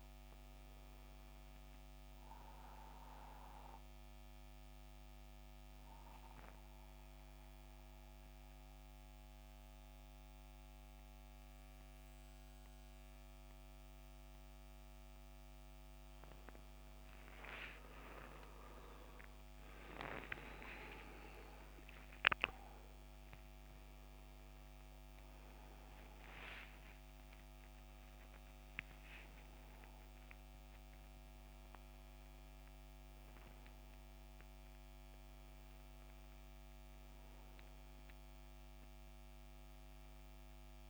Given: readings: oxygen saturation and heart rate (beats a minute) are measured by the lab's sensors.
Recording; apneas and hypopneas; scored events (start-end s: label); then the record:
breathing in sleep by a microphone on the trachea; 1
5.50-16.50 s: obstructive apnea (oxygen 94% before, 87% lowest, heart rate 78 before, 72 extreme, up 14 after)
11.50-40.90 s: oxygen desaturation (device-marked, oxygen 94% before, 87% lowest, heart rate 76 before, 74 extreme)
18.00-22.50 s: arousal
19.50-40.90 s: new sleep stage, N1 (lightest sleep)
From the record:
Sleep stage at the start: N2 (light sleep); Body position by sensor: on the back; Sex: male